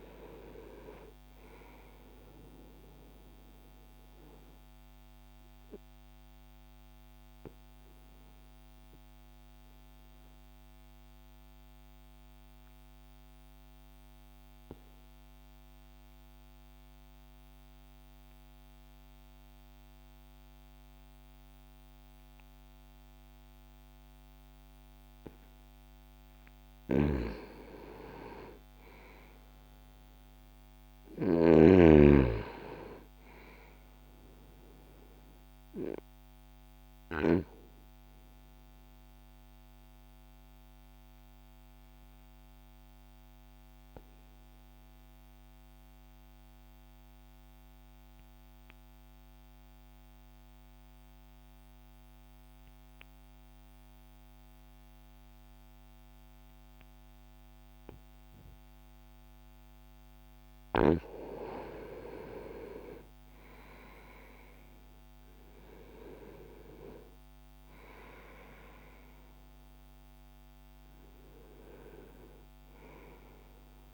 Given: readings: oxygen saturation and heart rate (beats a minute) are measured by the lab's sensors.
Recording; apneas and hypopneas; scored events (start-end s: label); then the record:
breathing in sleep by a microphone on the trachea; 2
0.00-19.00 s: oxygen desaturation (device-marked, oxygen 83% lowest, heart rate 60 extreme)
3.50-25.50 s: obstructive apnea (oxygen 98% before, 78% lowest, heart rate 63 before, 60 extreme)
27.00-30.00 s: arousal
32.00-54.00 s: oxygen desaturation (device-marked, oxygen 98% before, 87% lowest, heart rate 62 before, 60 extreme)
39.00-59.50 s: obstructive apnea (oxygen 98% before, 78% lowest, heart rate 62 before, 59 extreme, up 5 after)
61.50-66.50 s: arousal
63.00-73.94 s: oxygen desaturation (device-marked, oxygen 96% before, 78% lowest, heart rate 61 before, 59 extreme)
From the record:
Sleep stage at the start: N2 (light sleep); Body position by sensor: on the right side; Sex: male